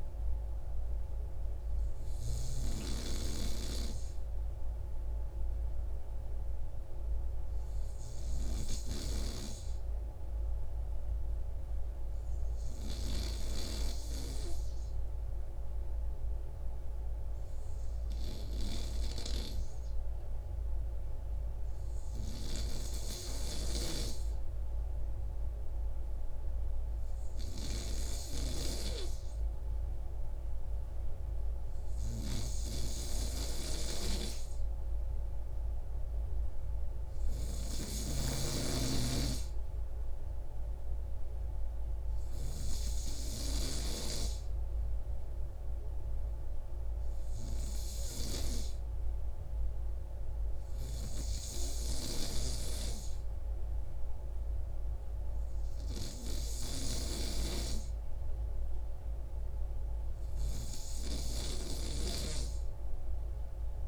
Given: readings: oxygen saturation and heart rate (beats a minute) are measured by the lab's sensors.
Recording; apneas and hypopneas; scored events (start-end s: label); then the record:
breathing in sleep by a room microphone; 1
2.00-31.00 s: hypopnea (oxygen 99% before, 95% lowest)
34.50-38.00 s: arousal
From the record:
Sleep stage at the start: N3 (deep sleep); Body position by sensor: on the right side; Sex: male